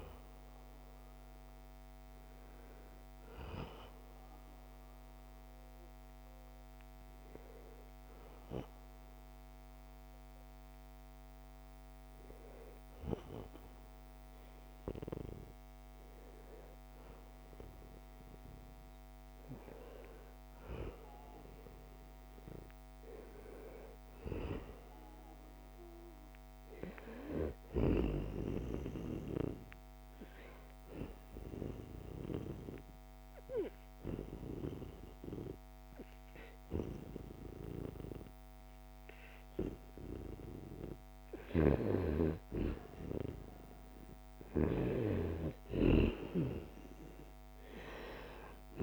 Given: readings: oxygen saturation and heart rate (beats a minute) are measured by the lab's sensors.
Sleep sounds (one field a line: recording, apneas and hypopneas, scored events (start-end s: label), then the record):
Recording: breathing in sleep by a microphone on the trachea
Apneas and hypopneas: 2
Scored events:
5.00-17.50 s: hypopnea (oxygen 97% before, 92% lowest, heart rate 81 before, 75 extreme)
19.50-24.50 s: arousal
31.50-42.50 s: obstructive apnea (oxygen 97% before, 92% lowest, heart rate 77 before, 77 extreme, up 1 after)
44.50-48.00 s: arousal
From the record:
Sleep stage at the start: N2 (light sleep)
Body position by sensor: on the right side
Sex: male